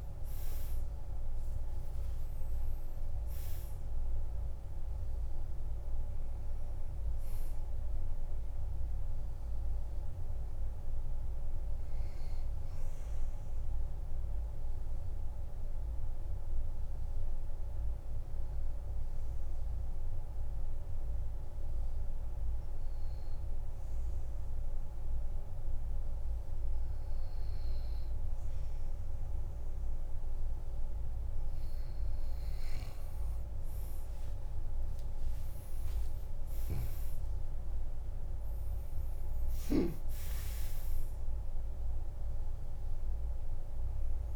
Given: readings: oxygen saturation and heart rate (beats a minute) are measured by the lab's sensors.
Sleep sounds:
breathing in sleep, hard to hear, by a room microphone; 1
0.00-23.50 s: oxygen desaturation (device-marked, oxygen 93% lowest, heart rate 47 extreme)
14.50-30.50 s: obstructive apnea (oxygen 98% before, 92% lowest, heart rate 59 before, 45 extreme, up 58 after)
33.50-38.50 s: arousal
34.50-38.50 s: tachycardia (device-marked, heart rate 58 before, 106 extreme)
35.50-37.50 s: long interval between heartbeats (device-marked, heart rate 49 before, 92 extreme)
38.00-40.00 s: long interval between heartbeats (device-marked, heart rate 54 before, 106 extreme)
39.50-44.36 s: oxygen desaturation (device-marked, oxygen 98% before, 94% lowest, heart rate 60 before, 45 extreme)
From the record:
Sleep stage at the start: N2 (light sleep); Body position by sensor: on the back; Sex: male

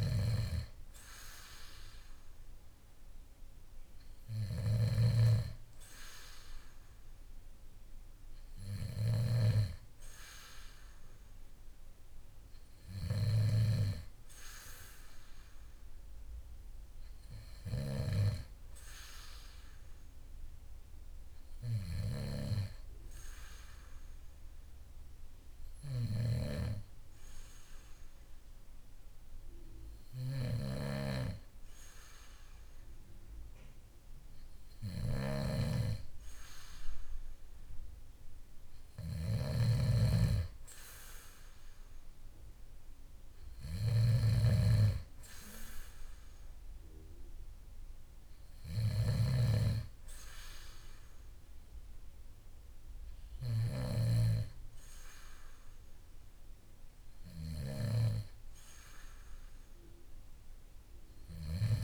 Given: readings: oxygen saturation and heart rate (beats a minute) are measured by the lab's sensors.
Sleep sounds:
breathing in sleep by a room microphone; none
0.00-13.50 s: snoring (device-marked)
30.00-53.50 s: snoring (device-marked)
From the record:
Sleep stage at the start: N2 (light sleep); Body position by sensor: on the back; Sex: male

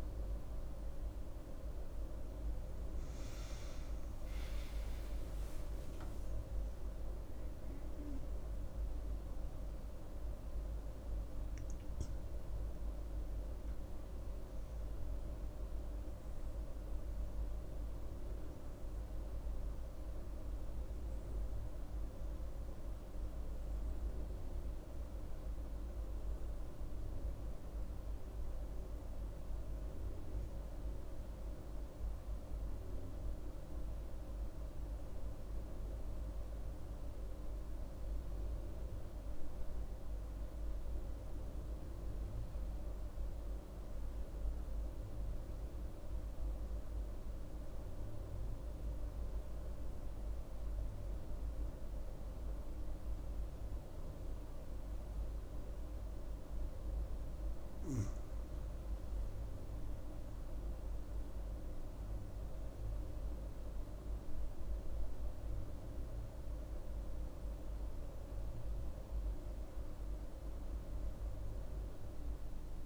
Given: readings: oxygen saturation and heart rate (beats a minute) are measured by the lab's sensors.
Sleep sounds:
breathing in sleep, hard to hear, by a room microphone; 1
0.00-4.00 s: arousal
0.00-19.00 s: oxygen desaturation (device-marked, oxygen 90% lowest)
18.00-48.00 s: new sleep stage, N1 (lightest sleep)
29.00-33.00 s: arousal
36.00-57.00 s: central apnea (oxygen 98% before, 91% lowest)
48.00-72.86 s: new sleep stage, N2 (light sleep)
50.00-72.86 s: oxygen desaturation (device-marked, oxygen 97% before, 91% lowest)
61.50-66.00 s: arousal
From the record:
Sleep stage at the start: N2 (light sleep); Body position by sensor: on the right side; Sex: female

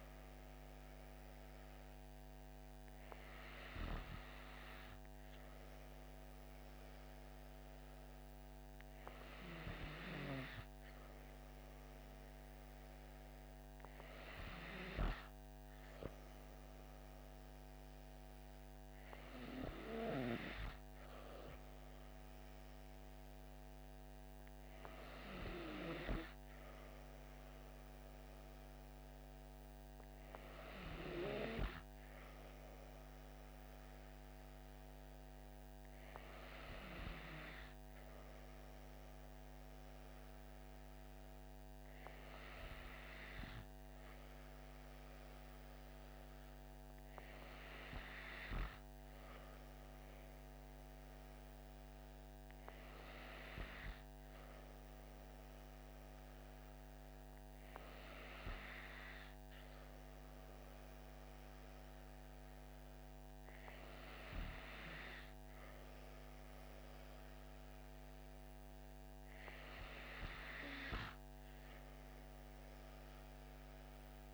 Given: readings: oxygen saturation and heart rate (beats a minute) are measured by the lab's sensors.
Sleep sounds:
breathing in sleep by a microphone on the trachea; none
none scored
From the record:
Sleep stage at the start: N2 (light sleep); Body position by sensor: on the back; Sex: female

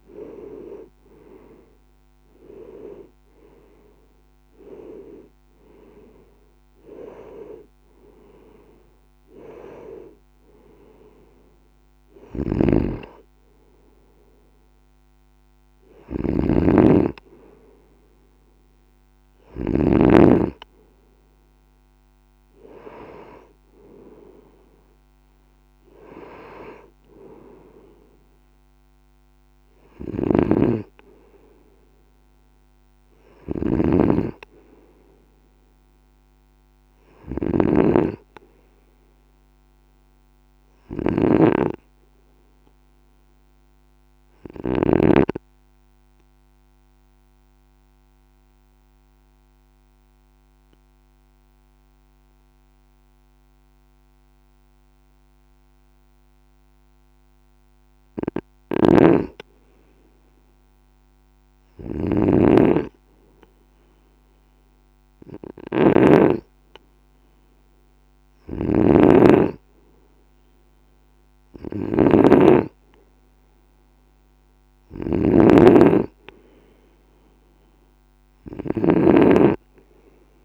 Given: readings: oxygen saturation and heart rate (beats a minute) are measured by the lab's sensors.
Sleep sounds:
breathing in sleep by a microphone on the trachea; 1
0.00-3.00 s: arousal
0.50-40.50 s: oxygen desaturation (device-marked, oxygen 95% before, 86% lowest, heart rate 56 before, 53 extreme)
12.00-20.00 s: snoring (device-marked)
30.00-45.00 s: snoring (device-marked)
37.50-41.00 s: arousal
45.00-58.50 s: obstructive apnea (oxygen 98% before, 93% lowest, heart rate 58 before, 53 extreme, up 5 after)
58.50-80.45 s: snoring (device-marked)
62.00-65.00 s: arousal
From the record:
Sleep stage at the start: N2 (light sleep); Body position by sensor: on the right side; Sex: male

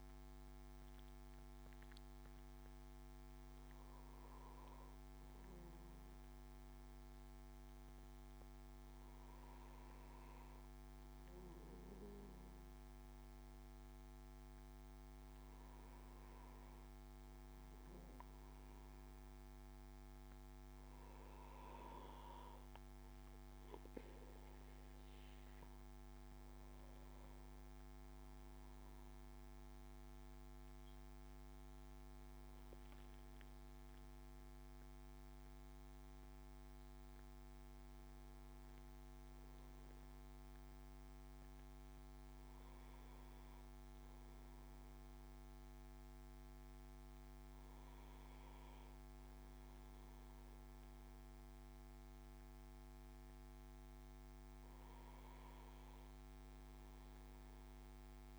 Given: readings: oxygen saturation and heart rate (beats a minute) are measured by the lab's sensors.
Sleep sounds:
breathing in sleep, hard to hear, by a microphone on the trachea; none
none scored
From the record:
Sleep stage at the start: N2 (light sleep); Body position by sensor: on the back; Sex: male

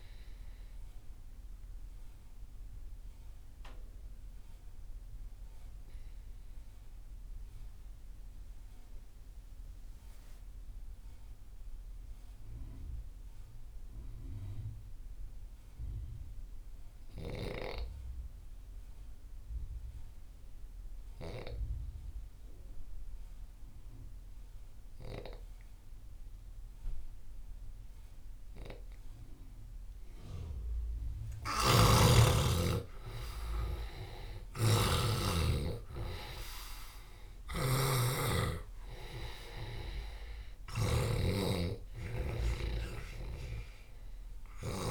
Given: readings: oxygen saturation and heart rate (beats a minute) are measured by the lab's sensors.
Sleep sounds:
breathing in sleep by a room microphone; 1
0.00-20.50 s: oxygen desaturation (device-marked, oxygen 83% lowest)
1.50-30.00 s: mixed apnea (oxygen 98% before, 83% lowest)
28.50-44.91 s: oxygen desaturation (device-marked, oxygen 98% before, 87% lowest)
31.00-44.91 s: snoring (device-marked)
32.50-37.50 s: arousal
From the record:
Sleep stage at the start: N2 (light sleep); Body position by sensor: on the left side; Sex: male

